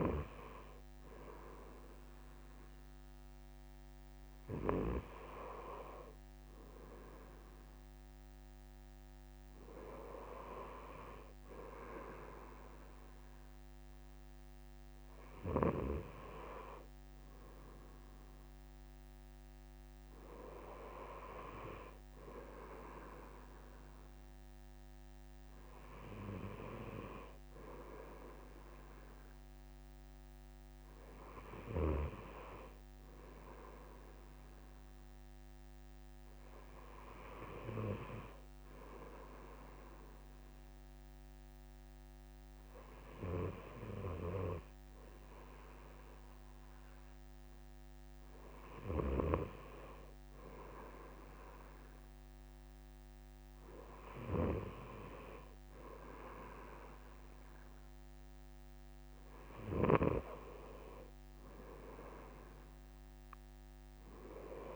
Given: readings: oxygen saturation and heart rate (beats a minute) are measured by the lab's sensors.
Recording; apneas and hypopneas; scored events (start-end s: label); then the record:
breathing in sleep by a microphone on the trachea; none
none scored
From the record:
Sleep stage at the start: N2 (light sleep); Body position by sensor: on the right side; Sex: male